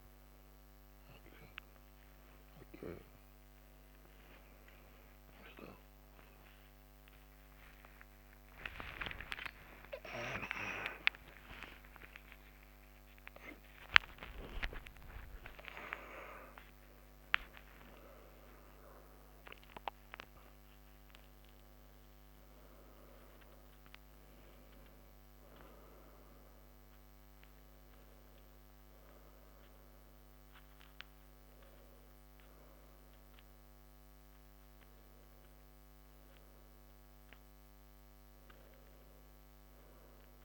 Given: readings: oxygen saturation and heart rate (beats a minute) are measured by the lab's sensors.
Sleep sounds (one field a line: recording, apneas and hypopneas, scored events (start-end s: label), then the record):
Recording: breathing in sleep by a microphone on the trachea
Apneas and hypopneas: none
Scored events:
8.00-15.00 s: arousal
From the record:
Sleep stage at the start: N1 (lightest sleep)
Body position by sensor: on the back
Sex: male